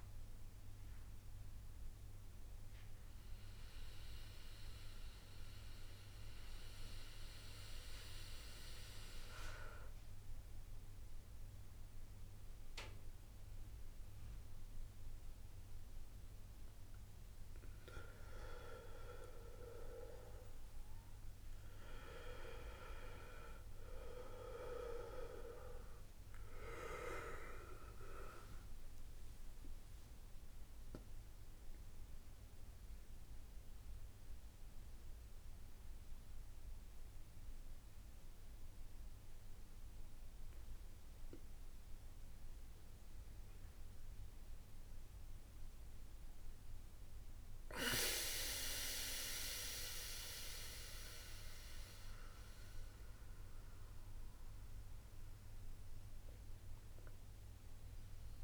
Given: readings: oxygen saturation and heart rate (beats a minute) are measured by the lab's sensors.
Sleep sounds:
breathing in sleep by a room microphone; none
25.50-29.50 s: arousal
36.50-58.44 s: new sleep stage, N2 (light sleep)
From the record:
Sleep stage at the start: N1 (lightest sleep); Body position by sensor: on the back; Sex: male

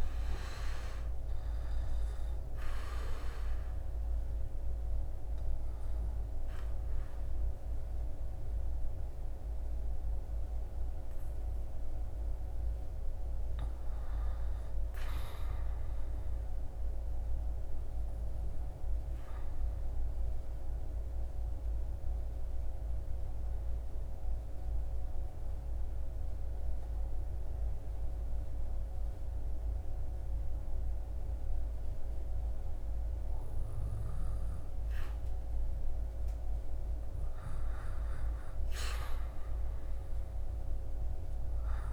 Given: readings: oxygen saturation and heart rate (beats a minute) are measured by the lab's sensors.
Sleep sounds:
breathing in sleep, hard to hear, by a room microphone; 1
14.50-27.50 s: oxygen desaturation (device-marked, oxygen 97% before, 91% lowest, heart rate 79 before, 72 extreme)
18.00-34.00 s: obstructive apnea (oxygen 97% before, 91% lowest, heart rate 80 before, 69 extreme, up 3 after)
36.00-41.50 s: arousal
From the record:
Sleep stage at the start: N1 (lightest sleep); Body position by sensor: on the back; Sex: male

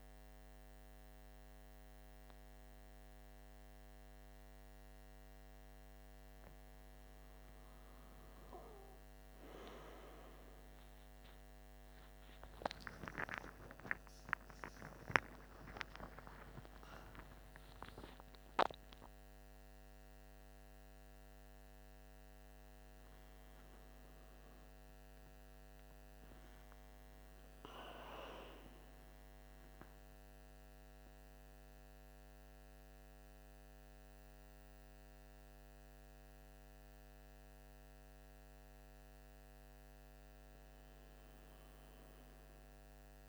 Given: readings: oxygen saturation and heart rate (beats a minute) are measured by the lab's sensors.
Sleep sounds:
a person awake in a sleep study, by a microphone on the trachea; none
none scored
From the record:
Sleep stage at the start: awake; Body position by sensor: on the right side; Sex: male

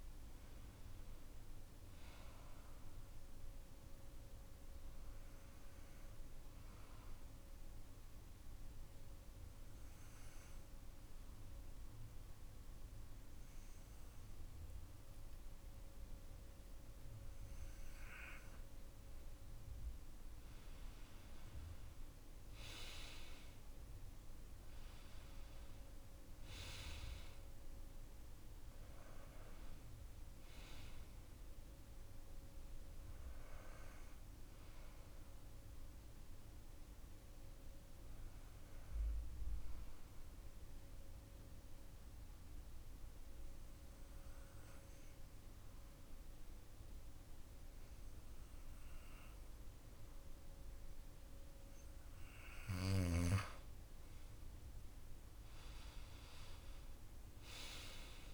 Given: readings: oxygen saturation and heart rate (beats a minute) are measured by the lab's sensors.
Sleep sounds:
breathing in sleep by a room microphone; 2
0.00-3.00 s: oxygen desaturation (device-marked, oxygen 92% lowest)
2.50-4.50 s: arousal
6.50-17.50 s: obstructive apnea (oxygen 95% before, 90% lowest)
22.50-26.00 s: arousal
26.00-44.00 s: oxygen desaturation (device-marked, oxygen 94% before, 91% lowest)
39.00-51.00 s: obstructive apnea (oxygen 95% before, 90% lowest)
54.50-58.33 s: arousal
57.00-58.33 s: oxygen desaturation (device-marked, oxygen 96% before, 90% lowest)
From the record:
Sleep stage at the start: N2 (light sleep); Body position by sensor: on the back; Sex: male

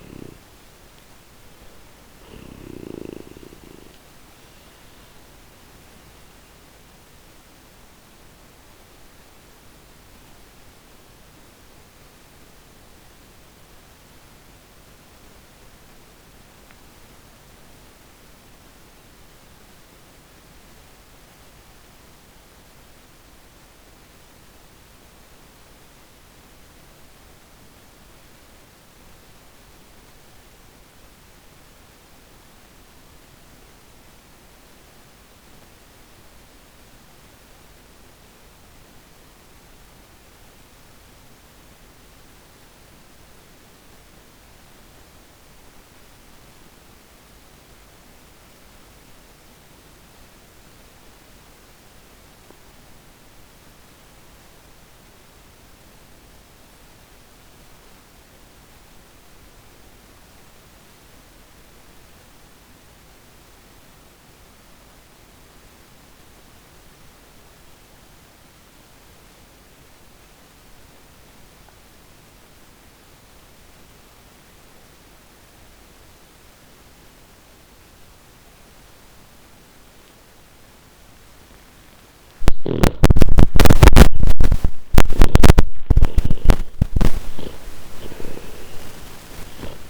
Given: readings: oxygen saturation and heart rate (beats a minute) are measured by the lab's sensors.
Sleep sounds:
breathing in sleep by a microphone on the trachea; 1
0.00-29.50 s: oxygen desaturation (device-marked, oxygen 81% lowest, heart rate 64 extreme)
4.00-80.00 s: mixed apnea (oxygen 98% before, 77% lowest, heart rate 99 before, 63 extreme)
61.50-89.90 s: oxygen desaturation (device-marked, oxygen 98% before, 77% lowest, heart rate 148 before, 34 extreme)
81.50-87.50 s: arousal
From the record:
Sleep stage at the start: N2 (light sleep); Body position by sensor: on the back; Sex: male

